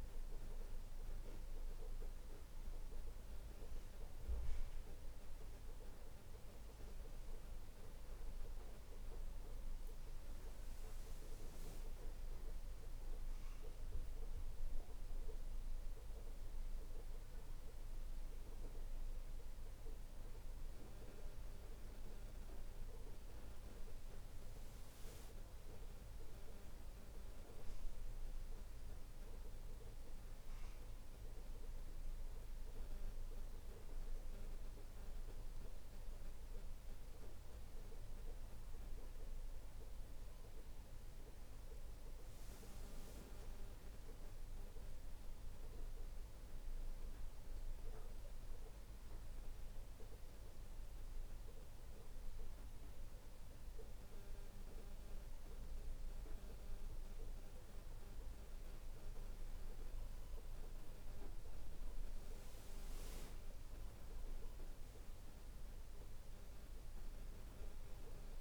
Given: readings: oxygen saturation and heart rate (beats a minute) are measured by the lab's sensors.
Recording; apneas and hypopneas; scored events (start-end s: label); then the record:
breathing in sleep, hard to hear, by a room microphone; none
32.50-68.41 s: new sleep stage, N2 (light sleep)
From the record:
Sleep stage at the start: N1 (lightest sleep); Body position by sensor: on the right side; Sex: male